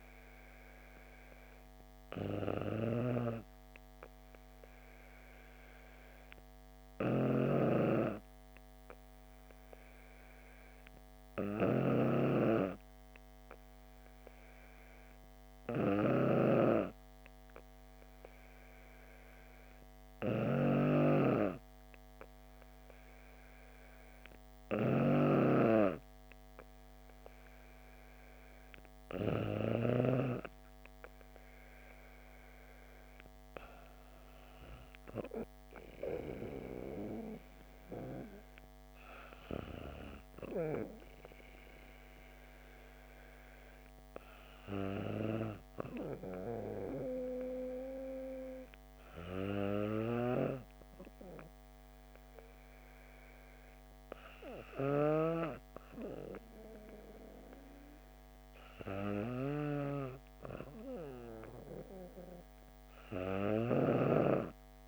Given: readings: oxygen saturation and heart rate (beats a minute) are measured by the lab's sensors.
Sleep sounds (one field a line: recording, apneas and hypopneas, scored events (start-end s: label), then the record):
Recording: breathing in sleep by a microphone on the trachea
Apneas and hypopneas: none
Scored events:
7.00-16.50 s: snoring (device-marked)
24.50-30.00 s: snoring (device-marked)
63.50-64.88 s: snoring (device-marked)
From the record:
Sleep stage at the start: N2 (light sleep)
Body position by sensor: on the back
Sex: female